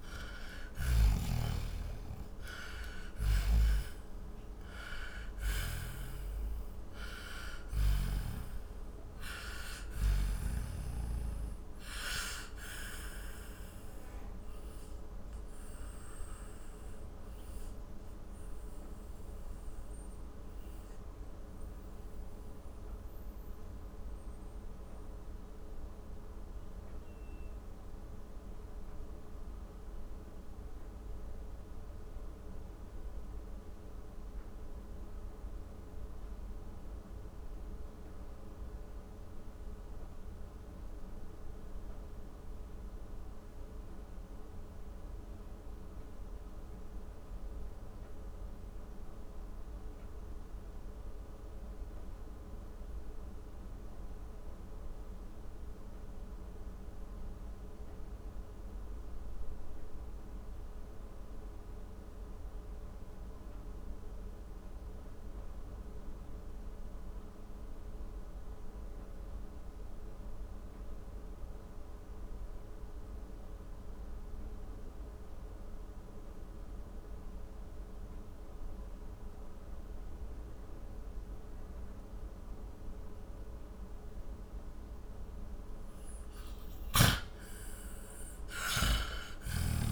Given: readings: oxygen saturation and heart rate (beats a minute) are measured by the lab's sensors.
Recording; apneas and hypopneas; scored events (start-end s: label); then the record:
breathing in sleep by a room microphone; 1
0.00-1.00 s: snoring (device-marked)
2.00-13.00 s: oxygen desaturation (device-marked, oxygen 98% before, 93% lowest, heart rate 62 before, 44 extreme)
13.50-85.50 s: mixed apnea (oxygen 99% before, 82% lowest, heart rate 67 before, 38 extreme, up 21 after)
20.00-42.00 s: oxygen desaturation (device-marked, oxygen 95% before, 87% lowest, heart rate 68 before, 38 extreme)
72.00-89.92 s: oxygen desaturation (device-marked, oxygen 98% before, 82% lowest, heart rate 44 before, 41 extreme)
86.50-89.92 s: snoring (device-marked)
88.50-89.92 s: arousal
From the record:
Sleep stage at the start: N2 (light sleep); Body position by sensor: on the back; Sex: male